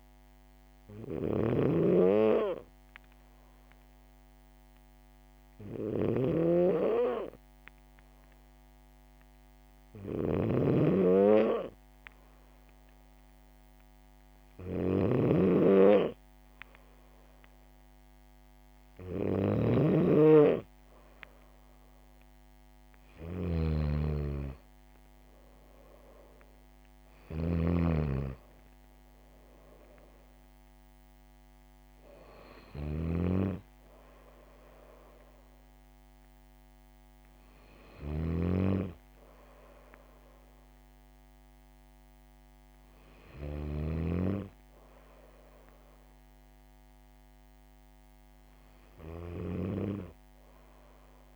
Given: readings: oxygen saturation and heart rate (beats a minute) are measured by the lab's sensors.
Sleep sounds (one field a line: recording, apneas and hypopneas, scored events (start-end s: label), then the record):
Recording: breathing in sleep by a microphone on the trachea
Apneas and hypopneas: 1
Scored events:
0.00-44.00 s: snoring (device-marked)
3.00-14.50 s: hypopnea (oxygen 97% before, 95% lowest, heart rate 66 before, 64 extreme, up 2 after)
14.50-19.00 s: arousal
From the record:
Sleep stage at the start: N2 (light sleep)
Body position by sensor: on the back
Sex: female